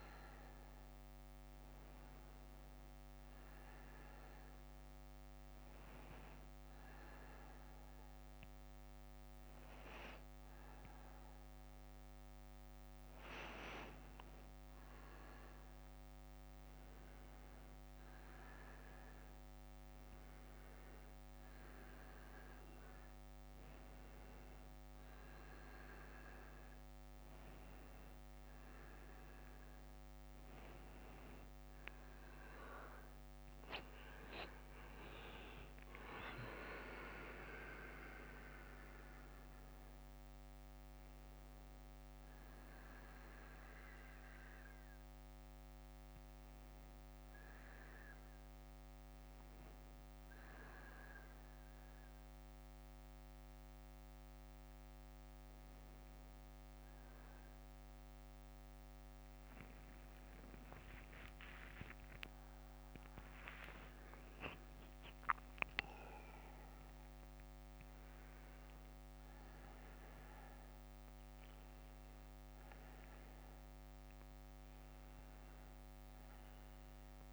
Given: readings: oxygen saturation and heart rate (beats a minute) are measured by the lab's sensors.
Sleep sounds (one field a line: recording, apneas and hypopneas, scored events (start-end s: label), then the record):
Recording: a person awake in a sleep study, by a microphone on the trachea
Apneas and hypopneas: 1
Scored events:
1.00-3.00 s: bradycardia (device-marked, heart rate 68 before, 60 extreme)
5.00-16.00 s: bradycardia (device-marked, heart rate 68 before, 48 extreme)
6.00-16.00 s: hypopnea (oxygen 98% before, 93% lowest, heart rate 59 before, 48 extreme, up 20 after)
43.00-49.00 s: bradycardia (device-marked, heart rate 65 before, 49 extreme)
53.00-58.00 s: bradycardia (device-marked, heart rate 65 before, 57 extreme)
66.00-77.32 s: new sleep stage, N1 (lightest sleep)
From the record:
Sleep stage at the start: awake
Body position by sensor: on the back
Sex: male